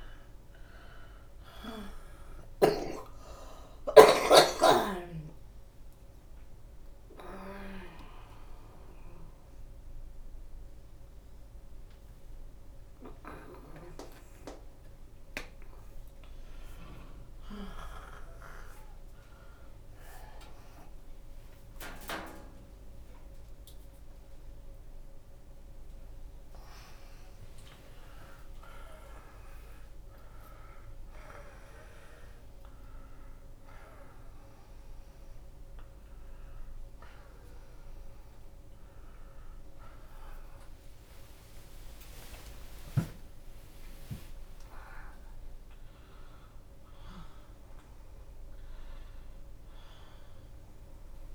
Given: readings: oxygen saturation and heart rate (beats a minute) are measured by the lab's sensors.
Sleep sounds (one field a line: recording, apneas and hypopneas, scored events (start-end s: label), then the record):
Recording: a person awake in a sleep study, by a room microphone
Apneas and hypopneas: none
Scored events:
0.00-1.00 s: long interval between heartbeats (device-marked)
2.00-5.50 s: leg movement (device-marked)
2.00-12.00 s: bradycardia (device-marked, heart rate 74 before, 38 extreme)
6.00-7.00 s: leg movement (device-marked)
7.50-9.50 s: long interval between heartbeats (device-marked, heart rate 46 before, 45 extreme)
7.50-10.50 s: leg movement (device-marked)
11.00-13.00 s: long interval between heartbeats (device-marked, heart rate 47 before, 54 extreme)
12.00-20.00 s: drop in pulse transit time (device-marked, heart rate 48 before, 41 extreme)
15.50-17.50 s: long interval between heartbeats (device-marked, heart rate 51 before, 61 extreme)
16.00-21.00 s: bradycardia (device-marked, heart rate 74 before, 41 extreme)
19.00-20.50 s: leg movement (device-marked)
22.00-24.00 s: long interval between heartbeats (device-marked, heart rate 56 before, 42 extreme)
24.50-26.50 s: long interval between heartbeats (device-marked, heart rate 52 before, 62 extreme)
27.00-29.00 s: long interval between heartbeats (device-marked, heart rate 54 before, 90 extreme)
29.00-34.00 s: oxygen desaturation (device-marked, oxygen 96% before, 93% lowest)
35.00-51.35 s: bradycardia (device-marked)
41.00-45.00 s: leg movement (device-marked)
43.50-45.50 s: long interval between heartbeats (device-marked)
49.00-51.35 s: drop in pulse transit time (device-marked)
From the record:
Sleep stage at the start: awake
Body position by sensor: upright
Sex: female